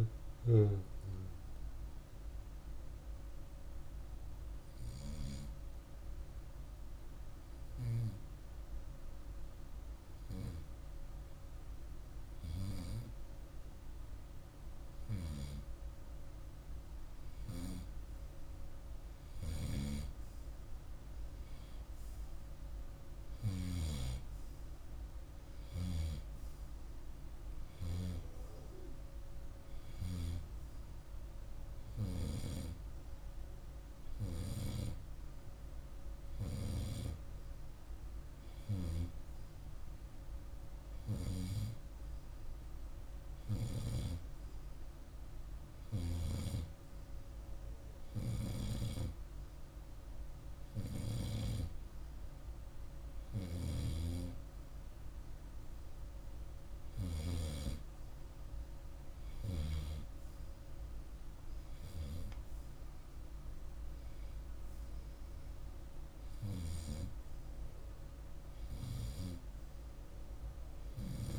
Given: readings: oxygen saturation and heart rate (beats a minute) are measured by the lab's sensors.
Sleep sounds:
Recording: breathing in sleep by a room microphone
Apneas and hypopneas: 1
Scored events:
2.50-14.00 s: hypopnea (oxygen 98% before, 93% lowest, heart rate 54 before, 50 extreme, up 0 after)
15.50-19.50 s: arousal
19.00-23.50 s: snoring (device-marked)
45.50-51.00 s: snoring (device-marked)
53.00-57.00 s: snoring (device-marked)
From the record:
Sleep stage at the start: N2 (light sleep)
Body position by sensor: on the right side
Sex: male

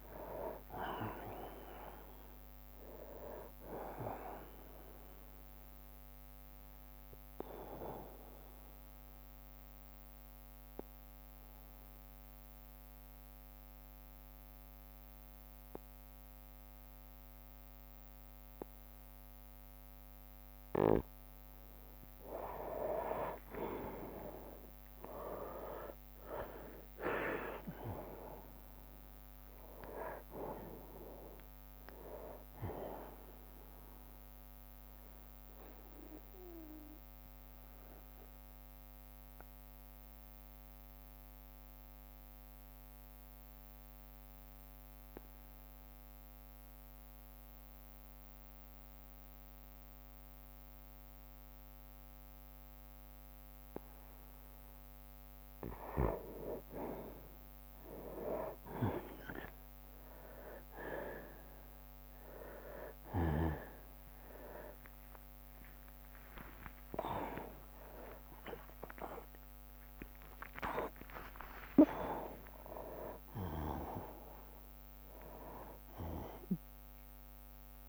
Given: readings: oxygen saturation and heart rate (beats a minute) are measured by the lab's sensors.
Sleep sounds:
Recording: a person partly awake in a sleep study, by a microphone on the trachea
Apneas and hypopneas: 2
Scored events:
0.00-1.00 s: long interval between heartbeats (device-marked, heart rate 99 extreme)
0.00-3.00 s: arousal
0.00-9.00 s: drop in pulse transit time (device-marked, heart rate 67 extreme)
7.00-19.50 s: obstructive apnea (oxygen 98% before, 93% lowest, heart rate 86 before, 59 extreme, up 6 after)
12.00-19.00 s: bradycardia (device-marked, heart rate 64 before, 59 extreme)
22.00-26.00 s: arousal
26.00-42.00 s: oxygen desaturation (device-marked, oxygen 98% before, 95% lowest, heart rate 62 before, 54 extreme)
28.00-40.00 s: drop in pulse transit time (device-marked, heart rate 61 before, 63 extreme)
35.50-55.00 s: obstructive apnea (oxygen 98% before, 93% lowest, heart rate 64 before, 54 extreme, up 12 after)
42.00-49.00 s: bradycardia (device-marked, heart rate 64 before, 54 extreme)
58.00-77.89 s: new sleep stage, awake
64.00-77.89 s: drop in pulse transit time (device-marked, heart rate 60 before, 68 extreme)
65.00-67.00 s: tachycardia (device-marked, heart rate 64 before, 79 extreme)
68.00-71.00 s: tachycardia (device-marked, heart rate 64 before, 110 extreme)
68.00-77.89 s: oxygen desaturation (device-marked, oxygen 98% before, 93% lowest, heart rate 65 before, 59 extreme)
68.50-70.50 s: long interval between heartbeats (device-marked, heart rate 65 before, 109 extreme)
71.50-73.50 s: long interval between heartbeats (device-marked, heart rate 72 before, 106 extreme)
From the record:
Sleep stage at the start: N2 (light sleep)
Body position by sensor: on the right side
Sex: male

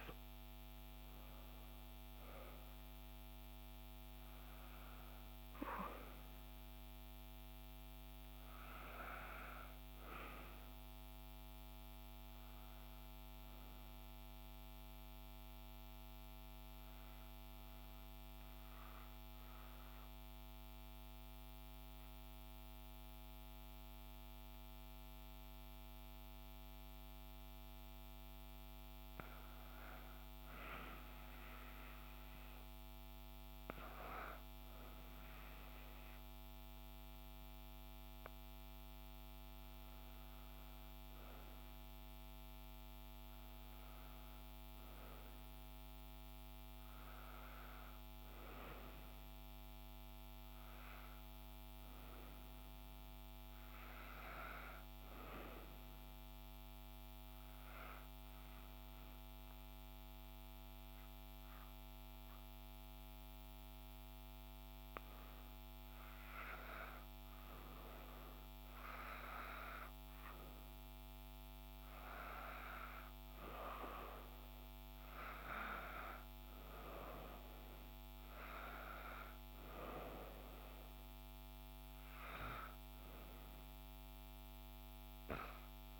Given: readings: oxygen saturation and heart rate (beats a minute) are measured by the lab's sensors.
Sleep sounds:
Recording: breathing in sleep by a microphone on the trachea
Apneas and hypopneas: 2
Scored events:
18.00-29.50 s: central apnea (oxygen 96% before, 91% lowest, heart rate 65 before, 60 extreme, up 1 after)
31.50-35.00 s: arousal
42.00-51.00 s: oxygen desaturation (device-marked, oxygen 97% before, 92% lowest, heart rate 61 before, 60 extreme)
56.50-66.50 s: obstructive apnea (oxygen 97% before, 91% lowest, heart rate 61 before, 60 extreme, up 1 after)
69.50-73.00 s: arousal
81.00-86.00 s: oxygen desaturation (device-marked, oxygen 95% before, 91% lowest, heart rate 61 before, 61 extreme)
From the record:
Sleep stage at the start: N2 (light sleep)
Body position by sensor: on the right side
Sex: female

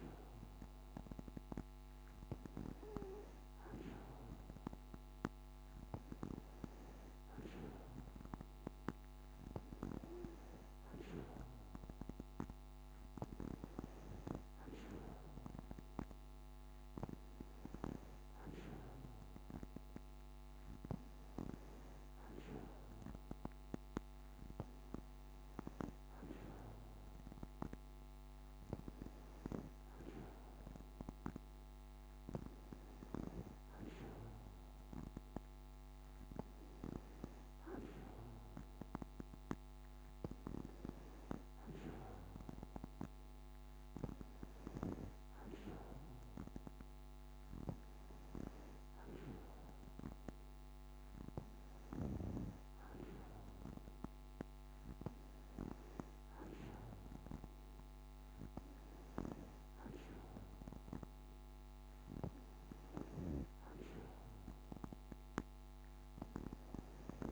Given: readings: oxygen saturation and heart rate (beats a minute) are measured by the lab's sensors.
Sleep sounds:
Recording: breathing in sleep by a microphone on the trachea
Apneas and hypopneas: none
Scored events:
none scored
From the record:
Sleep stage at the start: N2 (light sleep)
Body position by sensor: on the back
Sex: female

